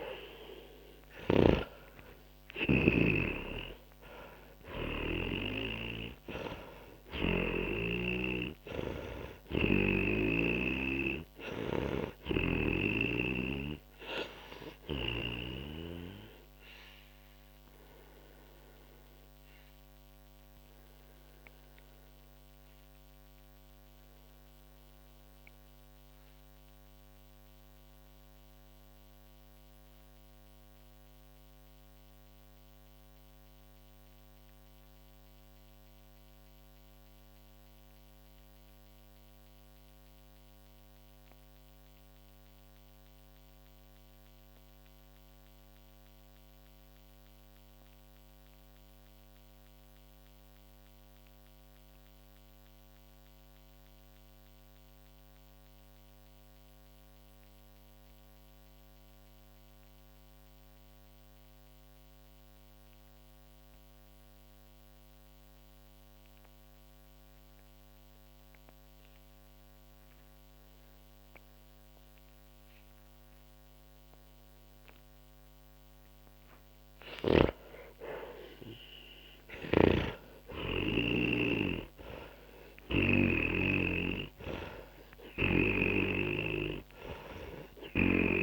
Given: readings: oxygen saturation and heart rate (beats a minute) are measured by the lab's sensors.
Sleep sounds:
breathing in sleep by a microphone on the trachea; 1
0.00-2.00 s: arousal
0.00-3.00 s: snoring (device-marked)
0.00-47.50 s: oxygen desaturation (device-marked, oxygen 83% lowest, heart rate 42 extreme)
15.50-76.00 s: obstructive apnea (oxygen 96% before, 80% lowest, heart rate 65 before, 42 extreme, up 16 after)
72.50-88.43 s: oxygen desaturation (device-marked, oxygen 98% before, 80% lowest, heart rate 50 before, 38 extreme)
77.50-82.50 s: arousal
79.50-83.50 s: snoring (device-marked)
From the record:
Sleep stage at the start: N2 (light sleep); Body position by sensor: on the back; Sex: male

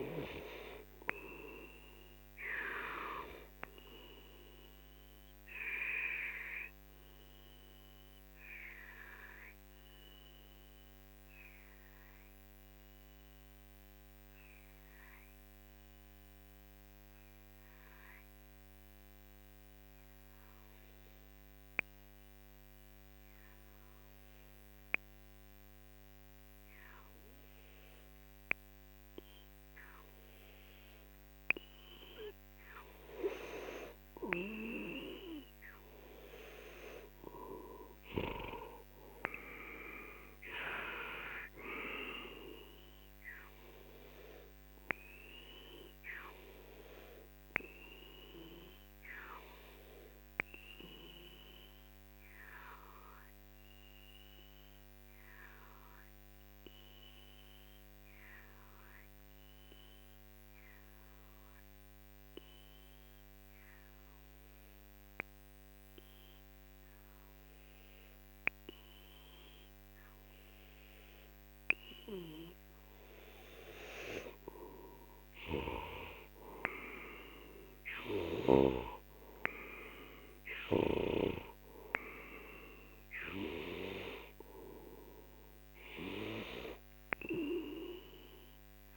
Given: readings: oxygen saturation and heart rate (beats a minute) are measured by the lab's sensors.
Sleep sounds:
breathing in sleep by a microphone on the trachea; 2
2.00-35.00 s: obstructive apnea (oxygen 98% before, 91% lowest, heart rate 54 before, 39 extreme, up 11 after)
29.50-48.50 s: oxygen desaturation (device-marked, oxygen 98% before, 92% lowest, heart rate 46 before, 43 extreme)
36.50-41.00 s: arousal
44.50-75.00 s: obstructive apnea (oxygen 98% before, 92% lowest, heart rate 53 before, 43 extreme, up 14 after)
71.50-88.97 s: oxygen desaturation (device-marked, oxygen 97% before, 93% lowest, heart rate 45 before, 44 extreme)
75.50-79.00 s: snoring (device-marked)
From the record:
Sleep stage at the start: N2 (light sleep); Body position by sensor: on the left side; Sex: male

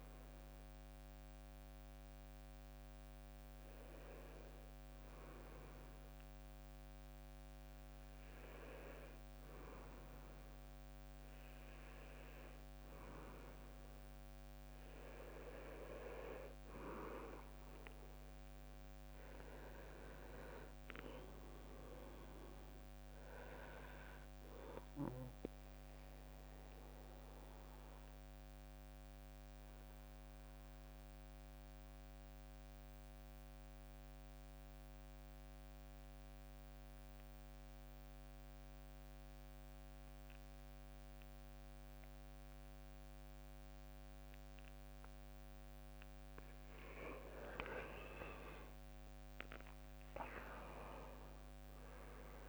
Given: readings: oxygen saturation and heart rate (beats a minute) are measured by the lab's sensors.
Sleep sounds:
breathing in sleep by a microphone on the trachea; 1
25.50-46.00 s: obstructive apnea (oxygen 98% before, 90% lowest, heart rate 66 before, 55 extreme, up 24 after)
47.50-52.49 s: arousal
49.00-51.00 s: long interval between heartbeats (device-marked, heart rate 59 before, 66 extreme)
49.00-51.50 s: leg movement (device-marked)
From the record:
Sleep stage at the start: N2 (light sleep); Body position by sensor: on the back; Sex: male

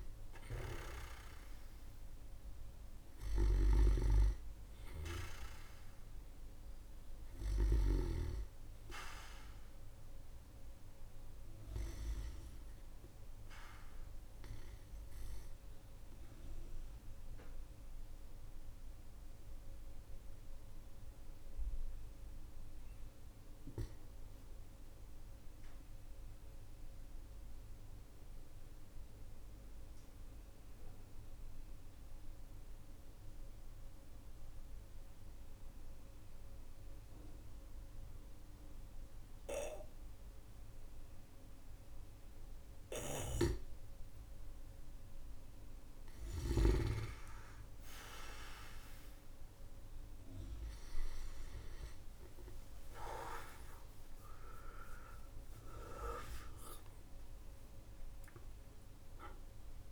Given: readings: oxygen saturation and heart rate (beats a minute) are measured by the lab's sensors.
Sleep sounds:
a person partly awake in a sleep study, by a room microphone; 1
0.00-25.50 s: oxygen desaturation (device-marked, oxygen 95% lowest, heart rate 46 extreme)
15.50-44.50 s: mixed apnea (oxygen 98% before, 92% lowest, heart rate 52 before, 46 extreme, up 11 after)
38.50-59.92 s: new sleep stage, awake
51.50-59.92 s: oxygen desaturation (device-marked, oxygen 97% before, 92% lowest, heart rate 54 before, 45 extreme)
From the record:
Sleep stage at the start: N2 (light sleep); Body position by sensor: on the back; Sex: male

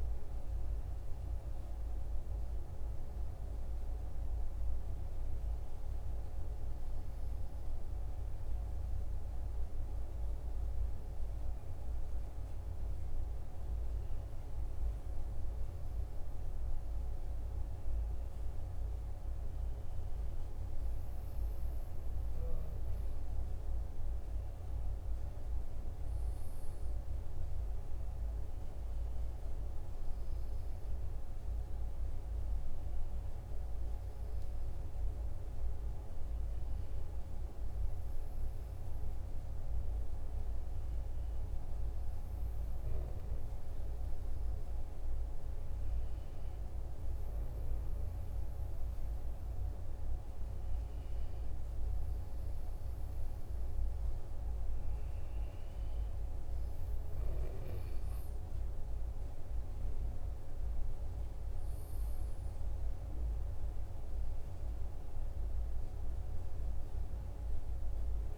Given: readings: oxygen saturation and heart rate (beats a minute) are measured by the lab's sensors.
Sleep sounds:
breathing in sleep, hard to hear, by a room microphone; none
none scored
From the record:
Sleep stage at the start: N2 (light sleep); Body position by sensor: on the right side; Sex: male

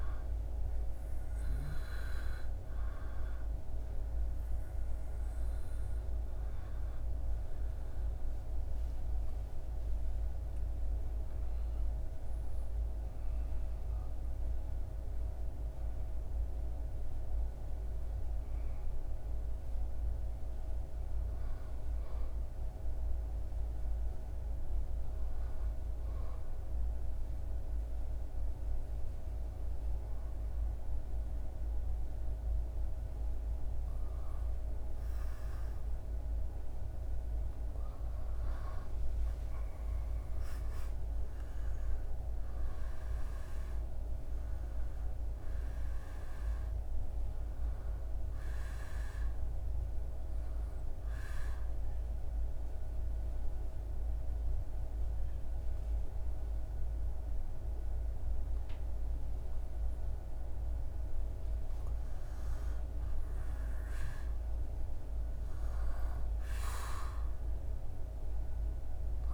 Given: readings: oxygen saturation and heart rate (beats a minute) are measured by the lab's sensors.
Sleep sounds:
breathing in sleep, hard to hear, by a room microphone; 3
0.00-19.00 s: oxygen desaturation (device-marked, oxygen 91% lowest, heart rate 73 extreme)
1.00-11.00 s: hypopnea (oxygen 99% before, 91% lowest, heart rate 79 before, 73 extreme, up 6 after)
15.00-19.50 s: arousal
25.50-36.50 s: obstructive apnea (oxygen 99% before, 95% lowest, heart rate 84 before, 73 extreme, up 9 after)
39.50-43.00 s: arousal
43.00-59.00 s: oxygen desaturation (device-marked, oxygen 99% before, 95% lowest, heart rate 77 before, 76 extreme)
48.50-60.00 s: obstructive apnea (oxygen 99% before, 93% lowest, heart rate 78 before, 76 extreme, up 4 after)
63.00-66.50 s: arousal
From the record:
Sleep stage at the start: N2 (light sleep); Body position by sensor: on the back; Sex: male

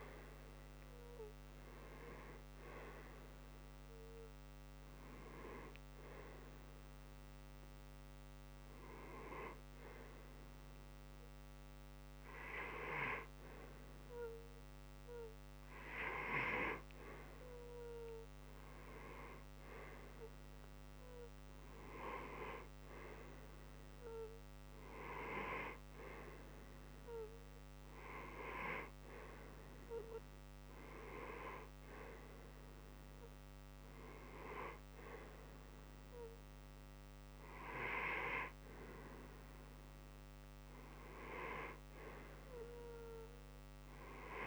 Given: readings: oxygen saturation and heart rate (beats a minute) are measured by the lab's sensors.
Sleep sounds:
breathing in sleep by a microphone on the trachea; none
0.00-1.50 s: oxygen desaturation (device-marked, oxygen 92% lowest)
From the record:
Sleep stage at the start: N1 (lightest sleep); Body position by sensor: on the right side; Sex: male

